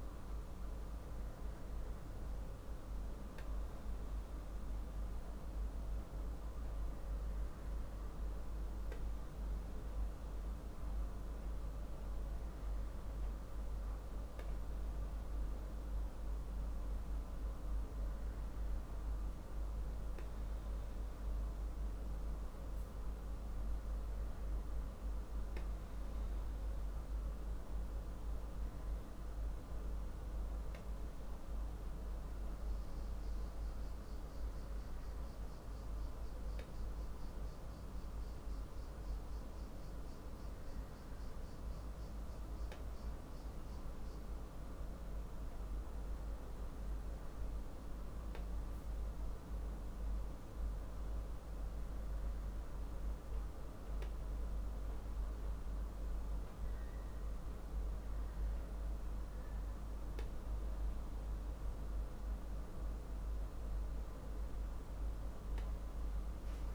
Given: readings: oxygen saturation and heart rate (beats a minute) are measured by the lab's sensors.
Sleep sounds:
breathing in sleep, hard to hear, by a room microphone; none
none scored
From the record:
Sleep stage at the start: N2 (light sleep); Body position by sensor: on the back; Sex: male

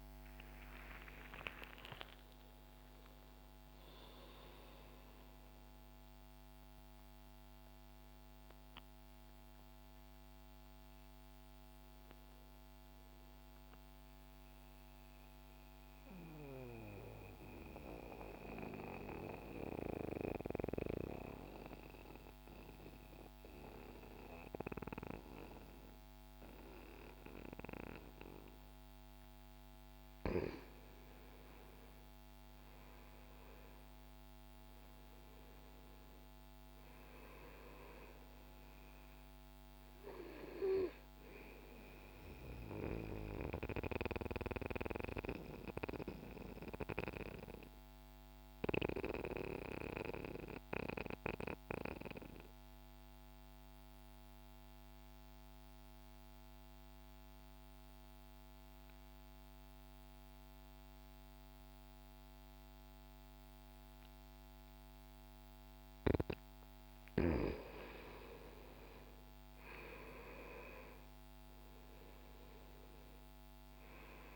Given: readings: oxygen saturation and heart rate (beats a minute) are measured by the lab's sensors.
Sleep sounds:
breathing in sleep by a microphone on the trachea; 2
0.00-1.50 s: arousal
0.00-3.50 s: oxygen desaturation (device-marked, oxygen 91% lowest, heart rate 60 extreme)
14.00-30.00 s: mixed apnea (oxygen 96% before, 89% lowest, heart rate 74 before, 60 extreme, up 5 after)
17.50-74.36 s: new sleep stage, N2 (light sleep)
32.00-36.50 s: arousal
39.50-60.50 s: oxygen desaturation (device-marked, oxygen 97% before, 89% lowest, heart rate 62 before, 59 extreme)
41.50-65.00 s: mixed apnea (oxygen 97% before, 87% lowest, heart rate 63 before, 59 extreme, up 1 after)
67.00-72.00 s: arousal
67.50-74.36 s: oxygen desaturation (device-marked, oxygen 97% before, 87% lowest, heart rate 61 before, 59 extreme)
From the record:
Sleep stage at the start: N1 (lightest sleep); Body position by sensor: on the back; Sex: male

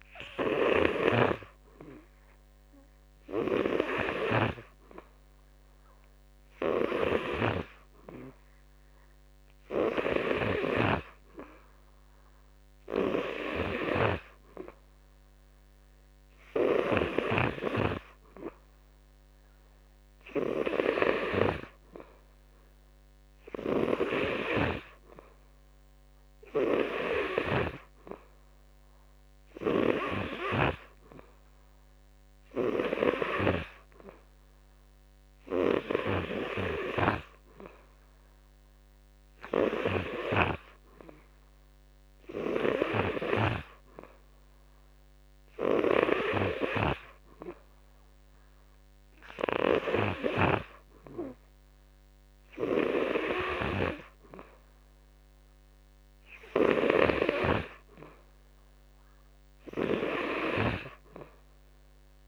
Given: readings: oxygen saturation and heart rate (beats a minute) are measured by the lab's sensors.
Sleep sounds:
breathing in sleep by a microphone on the trachea; none
1.00-17.00 s: oxygen desaturation (device-marked, oxygen 93% before, 89% lowest, heart rate 63 before, 60 extreme)
10.00-17.00 s: snoring (device-marked)
27.00-30.50 s: snoring (device-marked)
49.00-58.00 s: oxygen desaturation (device-marked, oxygen 92% before, 89% lowest, heart rate 66 before, 55 extreme)
From the record:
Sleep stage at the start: N2 (light sleep); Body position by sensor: on the back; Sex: male

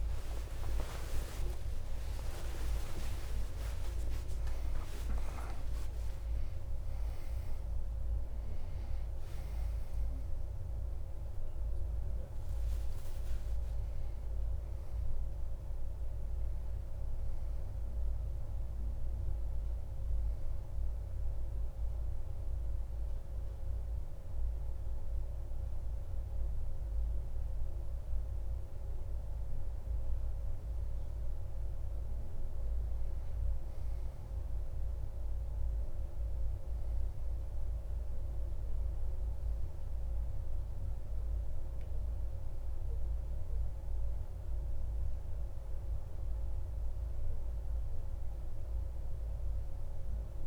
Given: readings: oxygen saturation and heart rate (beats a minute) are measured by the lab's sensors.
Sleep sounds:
a person awake in a sleep study, by a room microphone; none
none scored
From the record:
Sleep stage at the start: awake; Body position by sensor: on the back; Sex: male

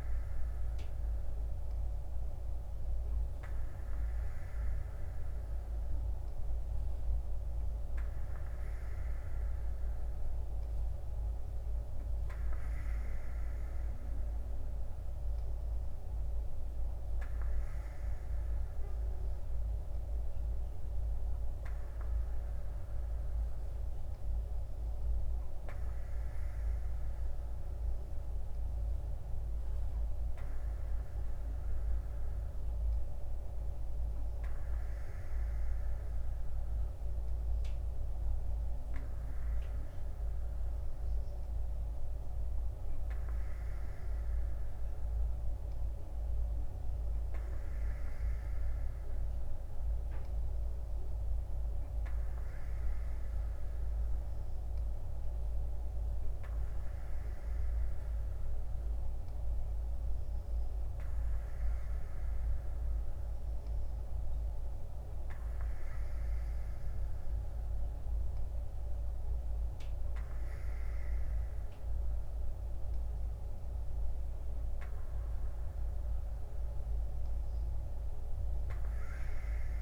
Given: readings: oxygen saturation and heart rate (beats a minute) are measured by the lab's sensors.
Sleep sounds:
breathing in sleep, hard to hear, by a room microphone; none
none scored
From the record:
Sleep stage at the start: N2 (light sleep); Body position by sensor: on the right side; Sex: female

